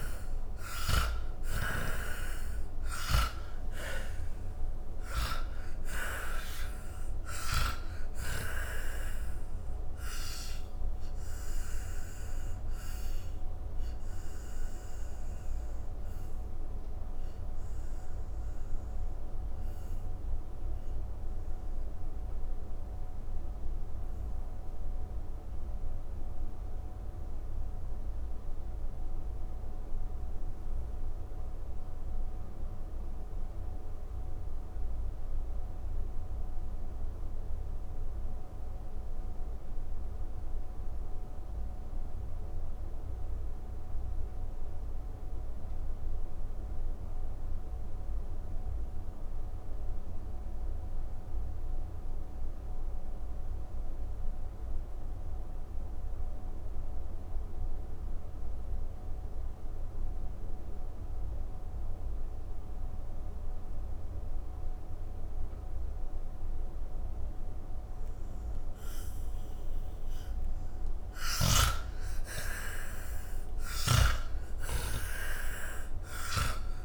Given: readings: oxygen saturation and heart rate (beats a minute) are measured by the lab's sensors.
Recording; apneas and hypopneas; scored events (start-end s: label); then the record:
breathing in sleep by a room microphone; 1
0.00-1.00 s: arousal
0.00-45.00 s: oxygen desaturation (device-marked, oxygen 77% lowest, heart rate 34 extreme)
12.00-69.50 s: mixed apnea (oxygen 96% before, 77% lowest)
65.00-76.85 s: oxygen desaturation (device-marked, oxygen 98% before, 78% lowest)
70.50-76.00 s: arousal
73.00-76.85 s: snoring (device-marked)
From the record:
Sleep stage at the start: N2 (light sleep); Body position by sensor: on the back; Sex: male